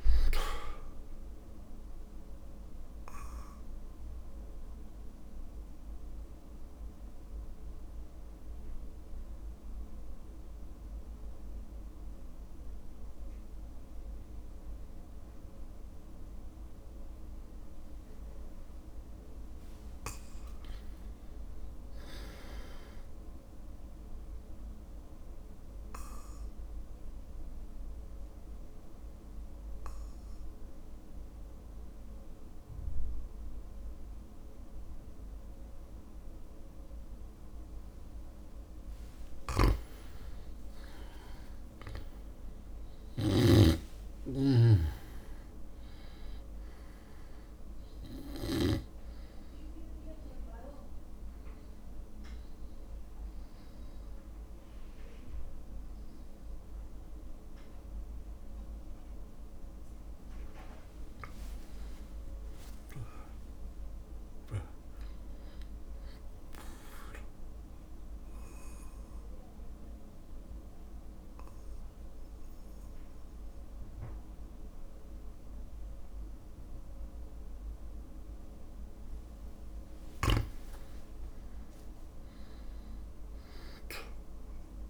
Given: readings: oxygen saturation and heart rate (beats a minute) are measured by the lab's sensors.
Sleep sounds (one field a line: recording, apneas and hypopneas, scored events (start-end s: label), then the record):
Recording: breathing in sleep by a room microphone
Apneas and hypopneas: 4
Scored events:
2.50-18.50 s: obstructive apnea (oxygen 100% before, 94% lowest, heart rate 58 before, 55 extreme, up 6 after)
9.00-22.00 s: oxygen desaturation (device-marked, oxygen 99% before, 95% lowest, heart rate 59 before, 55 extreme)
11.50-13.50 s: long interval between heartbeats (device-marked, heart rate 59 before, 60 extreme)
21.00-23.50 s: arousal
26.00-38.50 s: obstructive apnea (oxygen 99% before, 94% lowest, heart rate 59 before, 56 extreme, up 23 after)
35.00-47.00 s: oxygen desaturation (device-marked, oxygen 99% before, 95% lowest, heart rate 58 before, 56 extreme)
39.00-41.00 s: long interval between heartbeats (device-marked, heart rate 58 before, 67 extreme)
39.50-49.00 s: snoring (device-marked)
40.50-44.00 s: arousal
43.00-56.00 s: drop in pulse transit time (device-marked, heart rate 60 before, 58 extreme)
44.00-46.00 s: long interval between heartbeats (device-marked, heart rate 60 before, 78 extreme)
50.00-60.00 s: obstructive apnea (oxygen 99% before, 94% lowest, heart rate 65 before, 56 extreme, up 5 after)
53.00-71.00 s: oxygen desaturation (device-marked, oxygen 98% before, 94% lowest, heart rate 66 before, 56 extreme)
62.50-66.00 s: arousal
68.50-79.00 s: obstructive apnea (oxygen 98% before, 95% lowest, heart rate 60 before, 57 extreme, up 3 after)
80.50-83.50 s: arousal
From the record:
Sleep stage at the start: REM sleep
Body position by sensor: on the back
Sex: male